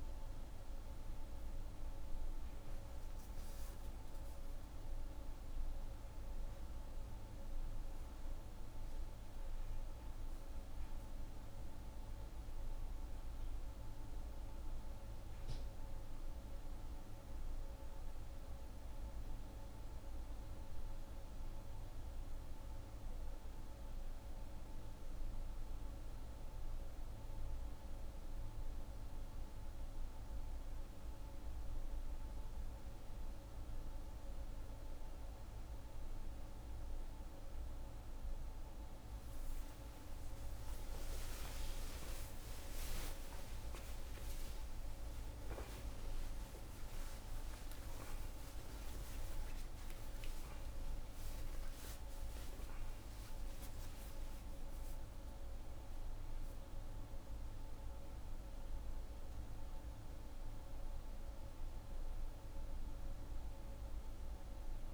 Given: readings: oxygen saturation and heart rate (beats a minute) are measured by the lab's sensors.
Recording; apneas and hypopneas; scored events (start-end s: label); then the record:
a person partly awake in a sleep study, hard to hear, by a room microphone; none
33.00-63.00 s: new sleep stage, awake
63.00-64.94 s: new sleep stage, N1 (lightest sleep)
From the record:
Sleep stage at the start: N1 (lightest sleep); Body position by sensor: on the back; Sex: female